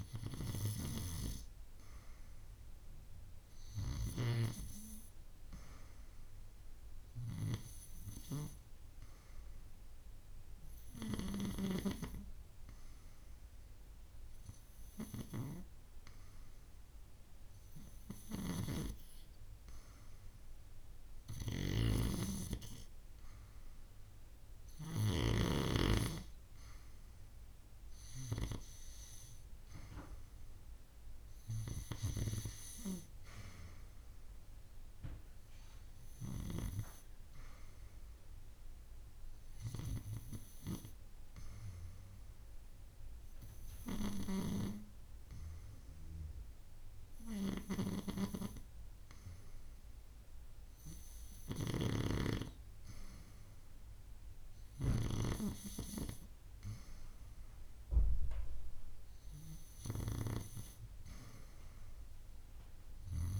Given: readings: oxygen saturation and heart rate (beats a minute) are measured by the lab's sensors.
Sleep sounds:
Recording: breathing in sleep by a room microphone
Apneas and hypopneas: none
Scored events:
none scored
From the record:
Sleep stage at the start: N2 (light sleep)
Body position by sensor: on the right side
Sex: female

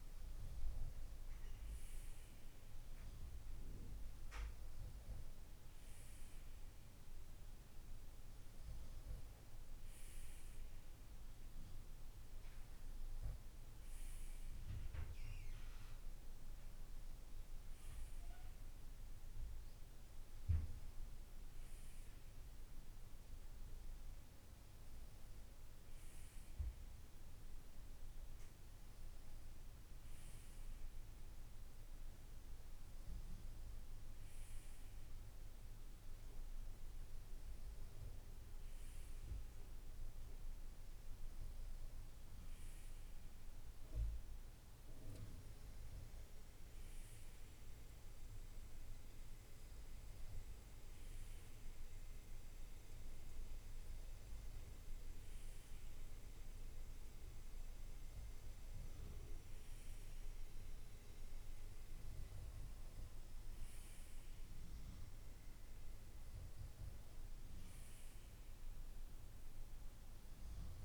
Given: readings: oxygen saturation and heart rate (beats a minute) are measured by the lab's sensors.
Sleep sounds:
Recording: breathing in sleep, hard to hear, by a room microphone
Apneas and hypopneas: none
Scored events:
none scored
From the record:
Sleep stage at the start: N2 (light sleep)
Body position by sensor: on the right side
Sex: male

